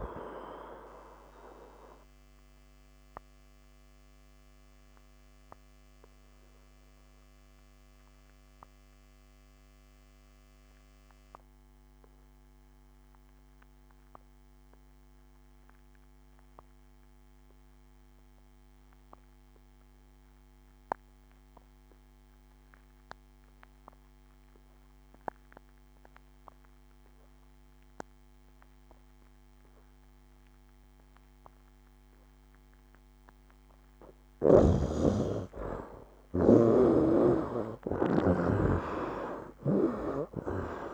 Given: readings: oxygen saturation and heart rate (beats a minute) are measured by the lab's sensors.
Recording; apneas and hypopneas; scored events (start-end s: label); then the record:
breathing in sleep by a microphone on the trachea; 1
0.00-21.00 s: oxygen desaturation (device-marked, oxygen 61% lowest, heart rate 65 extreme)
1.50-33.50 s: obstructive apnea (oxygen 97% before, 61% lowest, heart rate 81 before, 65 extreme, up 19 after)
23.00-40.94 s: oxygen desaturation (device-marked, oxygen 96% before, 62% lowest, heart rate 70 before, 66 extreme)
37.00-40.94 s: arousal
39.00-40.94 s: snoring (device-marked)
From the record:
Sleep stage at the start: N2 (light sleep); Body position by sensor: on the right side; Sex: male